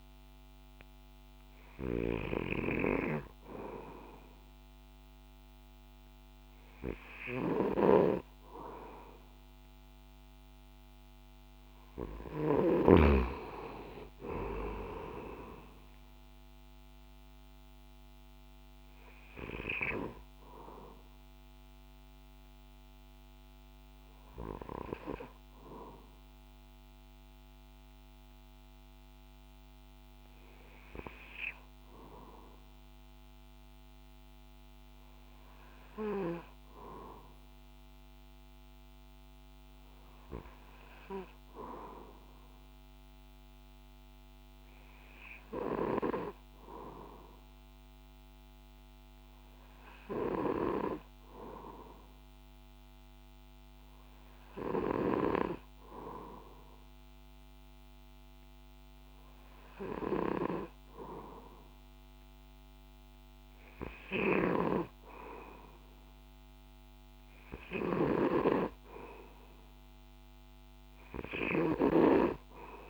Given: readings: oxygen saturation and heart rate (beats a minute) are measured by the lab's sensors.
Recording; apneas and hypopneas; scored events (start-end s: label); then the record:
breathing in sleep by a microphone on the trachea; none
7.50-13.00 s: snoring (device-marked)
71.50-72.90 s: snoring (device-marked)
From the record:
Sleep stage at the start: N2 (light sleep); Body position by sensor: on the back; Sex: male